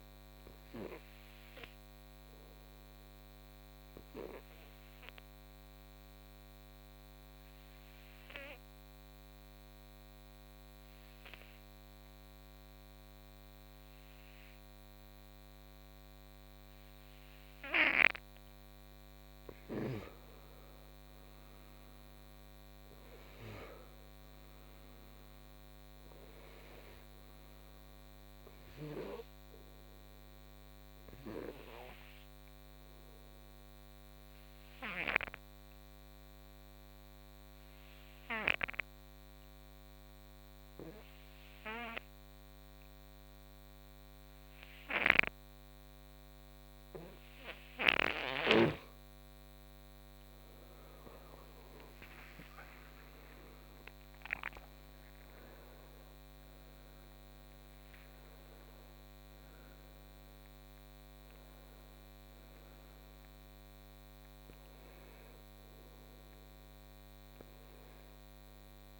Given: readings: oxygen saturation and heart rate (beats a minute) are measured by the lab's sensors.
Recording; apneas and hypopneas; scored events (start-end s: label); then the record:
breathing in sleep by a microphone on the trachea; 2
0.00-1.50 s: oxygen desaturation (device-marked, oxygen 89% lowest, heart rate 61 extreme)
5.00-19.50 s: obstructive apnea (oxygen 96% before, 89% lowest, heart rate 68 before, 59 extreme, up 15 after)
19.50-41.50 s: oxygen desaturation (device-marked, oxygen 96% before, 89% lowest, heart rate 64 before, 59 extreme)
21.50-24.50 s: arousal
34.50-49.50 s: obstructive apnea (oxygen 96% before, 89% lowest, heart rate 68 before, 56 extreme, up 20 after)
51.50-56.50 s: arousal
62.50-69.00 s: oxygen desaturation (device-marked, oxygen 94% before, 90% lowest, heart rate 69 before, 56 extreme)
From the record:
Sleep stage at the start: N2 (light sleep); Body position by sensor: on the right side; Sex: male